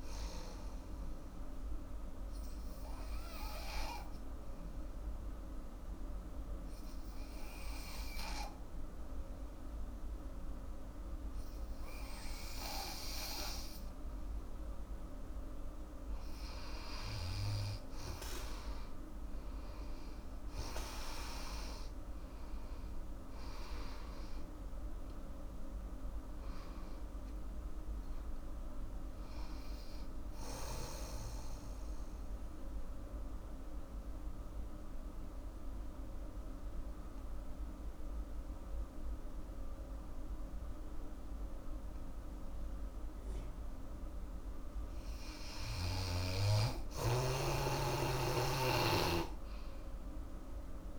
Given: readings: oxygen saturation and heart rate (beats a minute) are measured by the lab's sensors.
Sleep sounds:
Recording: breathing in sleep by a room microphone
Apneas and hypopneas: 2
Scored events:
0.00-1.00 s: oxygen desaturation (device-marked, oxygen 90% lowest, heart rate 65 extreme)
0.50-14.50 s: obstructive apnea (oxygen 98% before, 89% lowest, heart rate 79 before, 65 extreme, up 18 after)
18.00-36.00 s: oxygen desaturation (device-marked, oxygen 98% before, 90% lowest, heart rate 73 before, 67 extreme)
19.50-24.50 s: arousal
32.00-44.00 s: obstructive apnea (oxygen 98% before, 89% lowest, heart rate 80 before, 59 extreme, up 12 after)
46.50-50.50 s: arousal
48.00-50.99 s: oxygen desaturation (device-marked, oxygen 98% before, 89% lowest, heart rate 75 before, 59 extreme)
48.00-50.99 s: snoring (device-marked)
From the record:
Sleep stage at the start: N2 (light sleep)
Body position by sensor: on the back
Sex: female

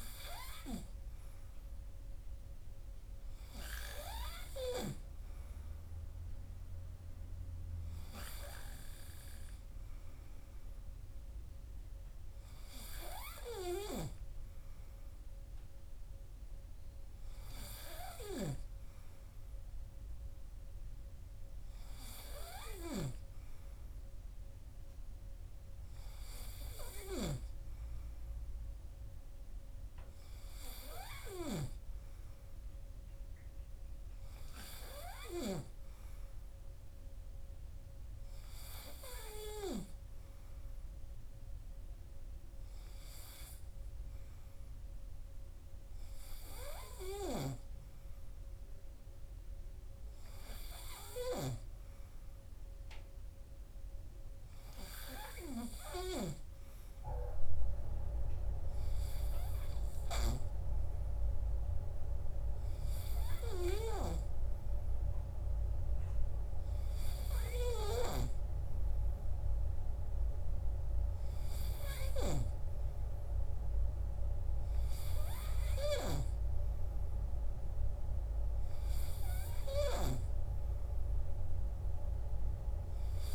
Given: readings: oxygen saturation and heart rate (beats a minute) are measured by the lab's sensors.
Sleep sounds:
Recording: breathing in sleep by a room microphone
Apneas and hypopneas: none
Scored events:
none scored
From the record:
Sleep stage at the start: N3 (deep sleep)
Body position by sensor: on the right side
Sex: male

